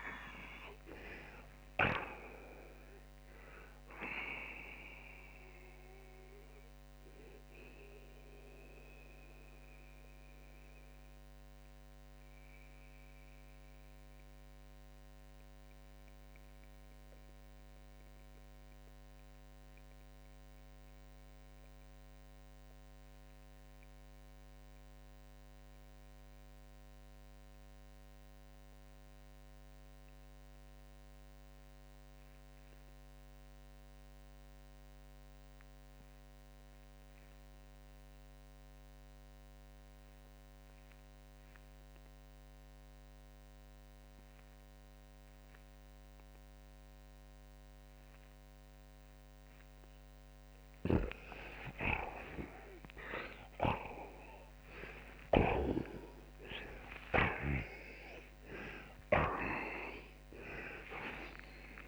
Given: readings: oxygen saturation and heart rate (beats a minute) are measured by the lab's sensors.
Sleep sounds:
breathing in sleep by a microphone on the trachea; 1
7.00-48.50 s: obstructive apnea (oxygen 94% before, 68% lowest)
50.50-55.50 s: snoring (device-marked)
52.00-56.50 s: arousal
From the record:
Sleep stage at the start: REM sleep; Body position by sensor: on the back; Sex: male

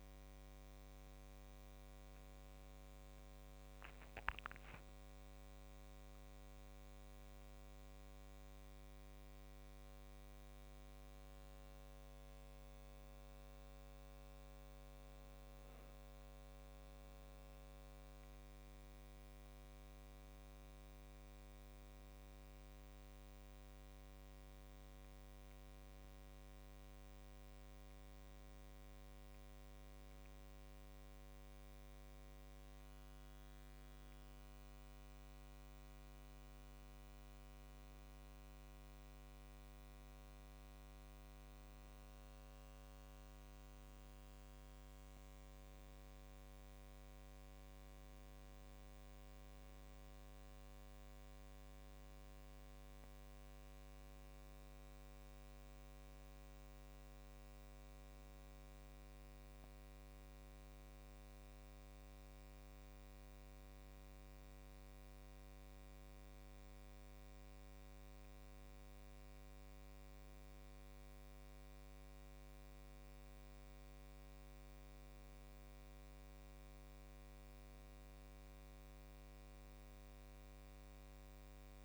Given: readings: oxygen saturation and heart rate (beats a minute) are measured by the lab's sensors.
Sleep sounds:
a person awake in a sleep study, hard to hear, by a microphone on the trachea; none
17.50-19.50 s: long interval between heartbeats (device-marked, heart rate 47 before, 50 extreme)
From the record:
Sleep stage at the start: awake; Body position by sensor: on the back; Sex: male

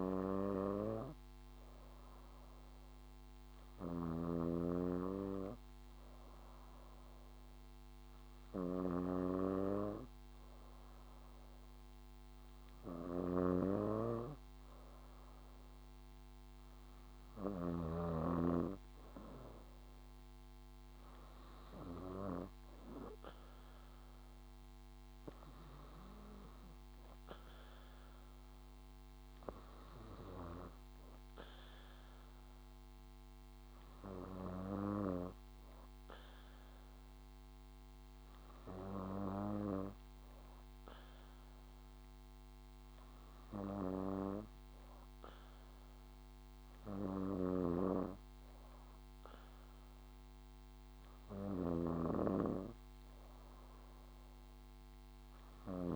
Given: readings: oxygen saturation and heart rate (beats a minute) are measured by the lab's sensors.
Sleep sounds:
breathing in sleep by a microphone on the trachea; none
0.00-22.50 s: snoring (device-marked)
30.00-35.00 s: snoring (device-marked)
47.50-55.96 s: snoring (device-marked)
From the record:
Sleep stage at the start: N2 (light sleep); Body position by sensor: on the back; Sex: female

